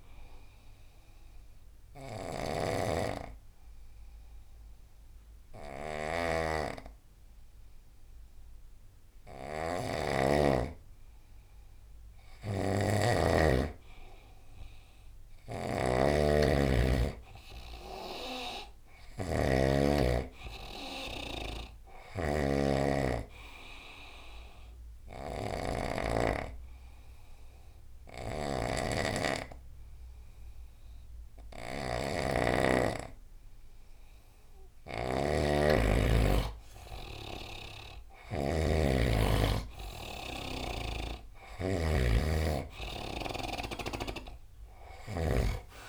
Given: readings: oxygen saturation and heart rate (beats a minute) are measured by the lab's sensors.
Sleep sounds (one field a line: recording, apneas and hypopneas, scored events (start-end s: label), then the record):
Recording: breathing in sleep by a room microphone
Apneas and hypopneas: 2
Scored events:
0.00-12.50 s: oxygen desaturation (device-marked, oxygen 90% lowest, heart rate 71 extreme)
0.00-41.50 s: snoring (device-marked)
0.50-11.00 s: obstructive apnea (oxygen 99% before, 90% lowest, heart rate 79 before, 71 extreme, up 7 after)
13.00-16.50 s: arousal
19.50-36.50 s: oxygen desaturation (device-marked, oxygen 99% before, 94% lowest, heart rate 76 before, 70 extreme)
25.50-36.00 s: obstructive apnea (oxygen 99% before, 91% lowest, heart rate 76 before, 70 extreme, up 15 after)
From the record:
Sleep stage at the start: N2 (light sleep)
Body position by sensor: on the right side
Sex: male